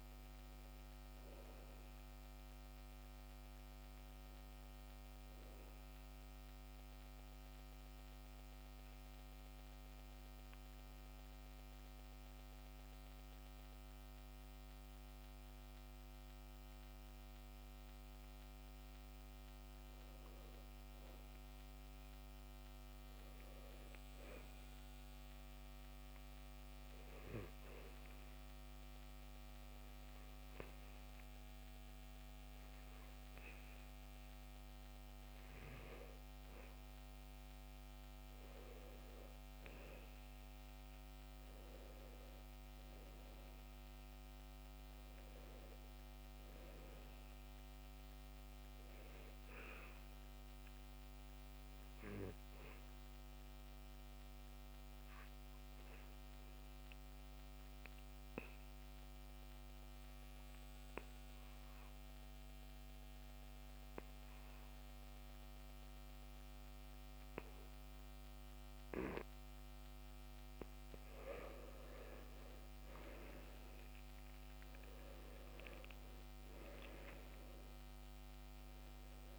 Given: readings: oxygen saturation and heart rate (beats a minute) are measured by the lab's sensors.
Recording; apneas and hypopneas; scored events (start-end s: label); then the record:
breathing in sleep by a microphone on the trachea; 3
6.50-18.00 s: hypopnea (oxygen 95% before, 90% lowest, heart rate 71 before, 64 extreme, up 5 after)
20.00-24.00 s: arousal
26.50-37.50 s: obstructive apnea (oxygen 97% before, 89% lowest, heart rate 66 before, 64 extreme, up 6 after)
34.00-41.00 s: oxygen desaturation (device-marked, oxygen 96% before, 92% lowest, heart rate 66 before, 64 extreme)
43.00-47.50 s: arousal
51.50-71.50 s: obstructive apnea (oxygen 96% before, 87% lowest, heart rate 69 before, 64 extreme, up 12 after)
74.00-78.00 s: arousal
78.00-79.39 s: oxygen desaturation (device-marked, oxygen 95% before, 87% lowest, heart rate 69 before, 64 extreme)
From the record:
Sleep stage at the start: N2 (light sleep); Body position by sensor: on the back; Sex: male